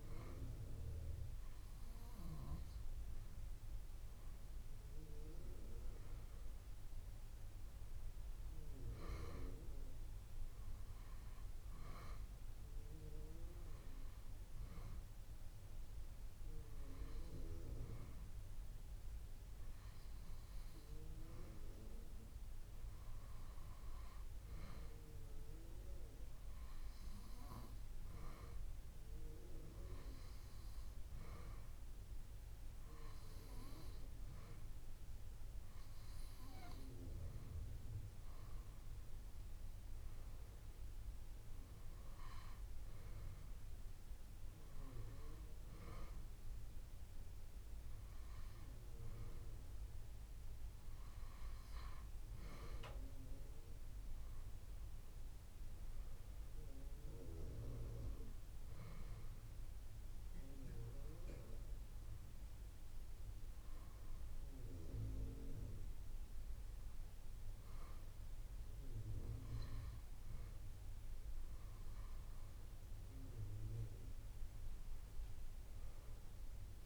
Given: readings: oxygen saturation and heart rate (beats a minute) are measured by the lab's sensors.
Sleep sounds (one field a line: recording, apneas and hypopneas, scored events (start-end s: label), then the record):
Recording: breathing in sleep by a room microphone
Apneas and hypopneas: none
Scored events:
2.50-4.50 s: long interval between heartbeats (device-marked)
6.50-8.50 s: long interval between heartbeats (device-marked, heart rate 48 before, 35 extreme)
11.00-29.00 s: drop in pulse transit time (device-marked)
11.50-13.50 s: long interval between heartbeats (device-marked, heart rate 51 before, 53 extreme)
15.50-17.50 s: long interval between heartbeats (device-marked, heart rate 49 before, 42 extreme)
19.50-21.50 s: long interval between heartbeats (device-marked, heart rate 46 before, 40 extreme)
36.50-38.50 s: long interval between heartbeats (device-marked, heart rate 31 before, 54 extreme)
39.00-41.00 s: long interval between heartbeats (device-marked, heart rate 34 before, 64 extreme)
41.00-51.00 s: drop in pulse transit time (device-marked, heart rate 36 before, 36 extreme)
41.50-43.50 s: long interval between heartbeats (device-marked, heart rate 36 before, 64 extreme)
45.50-47.50 s: long interval between heartbeats (device-marked, heart rate 40 before, 36 extreme)
59.00-69.00 s: drop in pulse transit time (device-marked)
68.00-70.00 s: long interval between heartbeats (device-marked)
74.50-76.86 s: arousal
From the record:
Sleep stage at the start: N2 (light sleep)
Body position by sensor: on the back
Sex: female